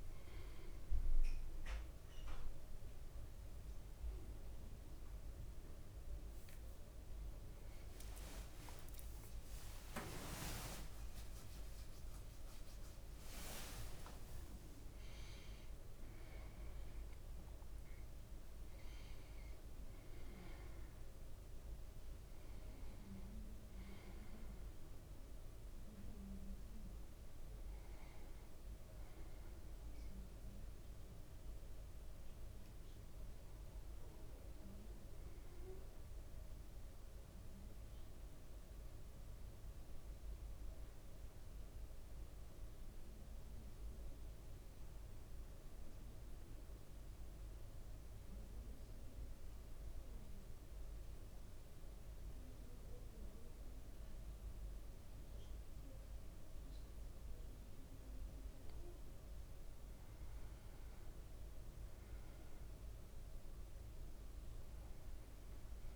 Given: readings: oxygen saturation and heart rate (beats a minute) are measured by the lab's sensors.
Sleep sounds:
breathing in sleep, hard to hear, by a room microphone; 1
7.00-15.00 s: leg movement (device-marked)
9.50-14.00 s: arousal
40.50-59.00 s: mixed apnea (oxygen 100% before, 95% lowest, heart rate 61 before, 55 extreme, up 2 after)
60.50-65.50 s: arousal
From the record:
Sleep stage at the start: N1 (lightest sleep); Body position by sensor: on the back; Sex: male

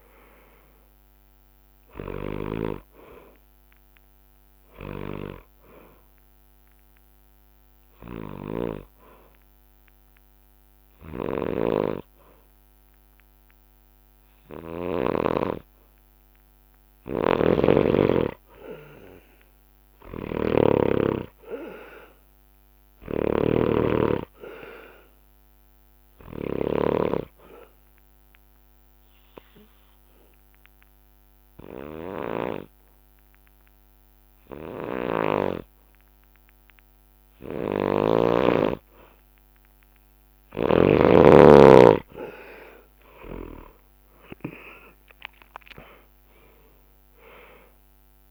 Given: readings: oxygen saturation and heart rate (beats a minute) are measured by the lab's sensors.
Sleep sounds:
breathing in sleep by a microphone on the trachea; 2
0.00-2.50 s: snoring (device-marked)
0.00-9.50 s: drop in pulse transit time (device-marked, heart rate 60 extreme)
3.50-9.50 s: oxygen desaturation (device-marked, oxygen 96% before, 93% lowest, heart rate 65 before, 57 extreme)
6.50-12.50 s: bradycardia (device-marked, heart rate 65 before, 57 extreme)
7.00-17.00 s: hypopnea (oxygen 97% before, 91% lowest, heart rate 65 before, 58 extreme, up 13 after)
11.00-15.00 s: snoring (device-marked)
17.00-26.50 s: snoring (device-marked)
18.50-22.50 s: arousal
26.50-38.50 s: obstructive apnea (oxygen 97% before, 91% lowest, heart rate 63 before, 58 extreme, up 14 after)
29.50-38.50 s: bradycardia (device-marked, heart rate 65 before, 58 extreme)
31.50-39.50 s: oxygen desaturation (device-marked, oxygen 97% before, 93% lowest, heart rate 64 before, 58 extreme)
43.50-47.00 s: arousal
45.50-48.31 s: oxygen desaturation (device-marked, oxygen 96% before, 91% lowest, heart rate 61 before, 57 extreme)
From the record:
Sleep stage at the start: N2 (light sleep); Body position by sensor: on the back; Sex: male

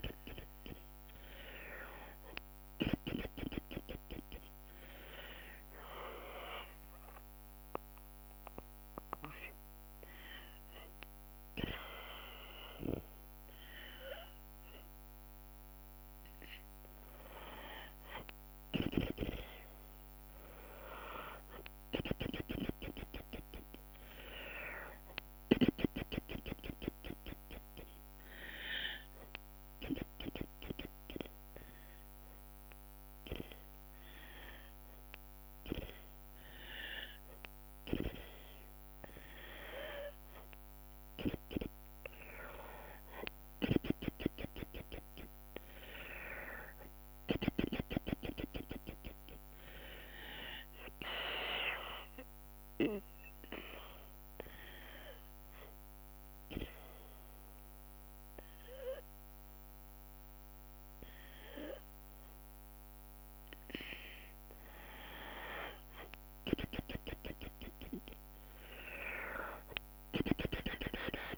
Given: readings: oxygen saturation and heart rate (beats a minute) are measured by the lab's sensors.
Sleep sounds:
breathing in sleep by a microphone on the trachea; 3
3.50-15.50 s: drop in pulse transit time (device-marked, heart rate 77 before, 72 extreme)
6.00-17.00 s: hypopnea (oxygen 96% before, 93% lowest, heart rate 79 before, 65 extreme, up 41 after)
19.50-23.50 s: arousal
21.50-24.50 s: tachycardia (device-marked, heart rate 75 before, 89 extreme)
26.50-37.50 s: oxygen desaturation (device-marked, oxygen 96% before, 93% lowest, heart rate 80 before, 62 extreme)
29.00-40.50 s: hypopnea (oxygen 96% before, 92% lowest, heart rate 82 before, 61 extreme, up 31 after)
47.50-50.50 s: arousal
47.50-58.50 s: drop in pulse transit time (device-marked, heart rate 84 before, 67 extreme)
48.50-50.50 s: tachycardia (device-marked, heart rate 76 before, 90 extreme)
53.00-64.00 s: obstructive apnea (oxygen 96% before, 92% lowest, heart rate 84 before, 58 extreme, up 18 after)
From the record:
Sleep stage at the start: N2 (light sleep); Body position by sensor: on the back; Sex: female

